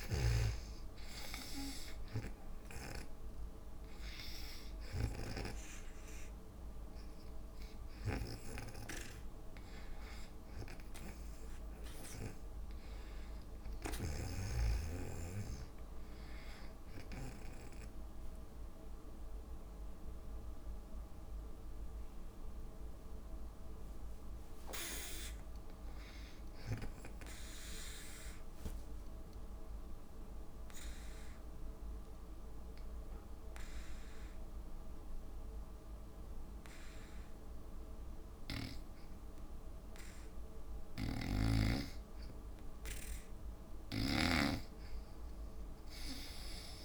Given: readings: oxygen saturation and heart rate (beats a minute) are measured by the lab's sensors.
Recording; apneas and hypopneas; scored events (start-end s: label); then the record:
breathing in sleep by a room microphone; 1
0.00-1.50 s: arousal
0.00-18.00 s: oxygen desaturation (device-marked, oxygen 86% lowest, heart rate 56 extreme)
27.00-41.50 s: obstructive apnea (oxygen 98% before, 87% lowest, heart rate 59 before, 58 extreme, up 6 after)
29.00-46.00 s: drop in pulse transit time (device-marked, heart rate 59 before, 58 extreme)
41.00-46.85 s: snoring (device-marked)
From the record:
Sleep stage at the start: N2 (light sleep); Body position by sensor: on the back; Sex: female